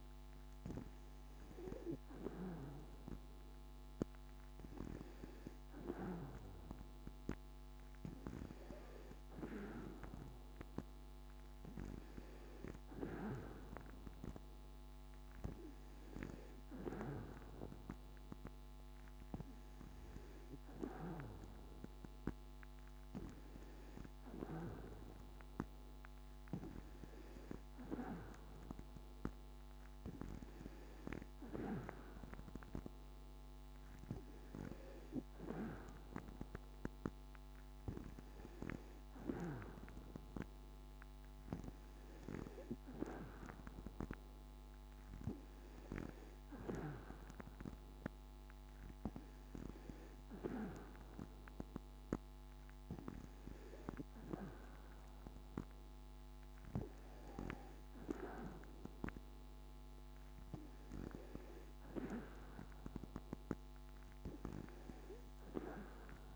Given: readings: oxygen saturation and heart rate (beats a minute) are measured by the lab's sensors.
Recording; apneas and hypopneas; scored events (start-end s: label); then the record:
breathing in sleep by a microphone on the trachea; none
none scored
From the record:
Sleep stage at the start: N2 (light sleep); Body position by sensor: on the back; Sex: female